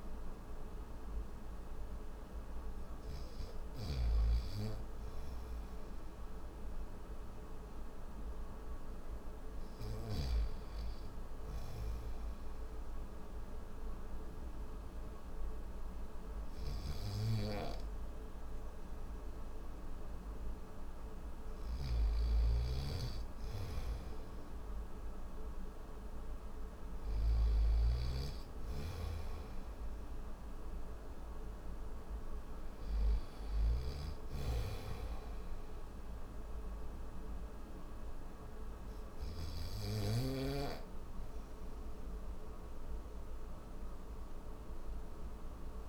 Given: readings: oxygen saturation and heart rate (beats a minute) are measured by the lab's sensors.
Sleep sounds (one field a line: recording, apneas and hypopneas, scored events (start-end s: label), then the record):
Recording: breathing in sleep by a room microphone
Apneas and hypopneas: none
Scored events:
16.00-27.00 s: snoring (device-marked)
33.00-39.00 s: snoring (device-marked)
From the record:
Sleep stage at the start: N1 (lightest sleep)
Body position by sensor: on the back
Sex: male